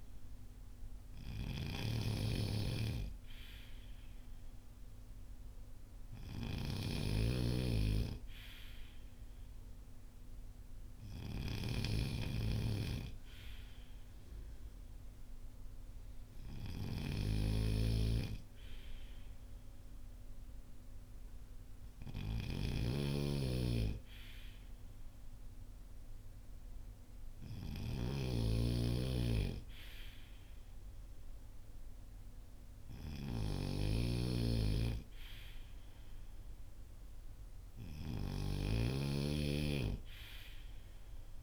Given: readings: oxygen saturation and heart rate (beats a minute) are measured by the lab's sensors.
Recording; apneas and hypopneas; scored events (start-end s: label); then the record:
breathing in sleep by a room microphone; none
0.00-41.43 s: snoring (device-marked)
From the record:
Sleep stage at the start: N3 (deep sleep); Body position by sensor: on the front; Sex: male